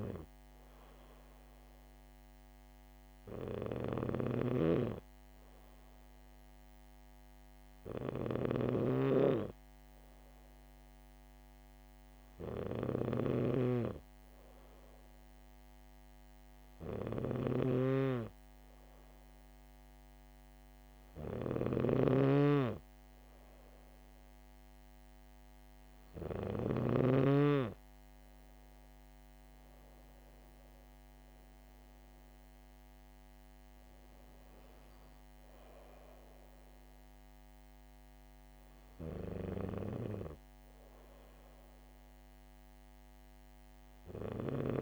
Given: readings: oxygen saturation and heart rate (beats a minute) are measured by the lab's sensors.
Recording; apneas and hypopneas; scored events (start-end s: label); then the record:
breathing in sleep by a microphone on the trachea; none
3.50-27.00 s: snoring (device-marked)
From the record:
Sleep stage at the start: N2 (light sleep); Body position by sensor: on the back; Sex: female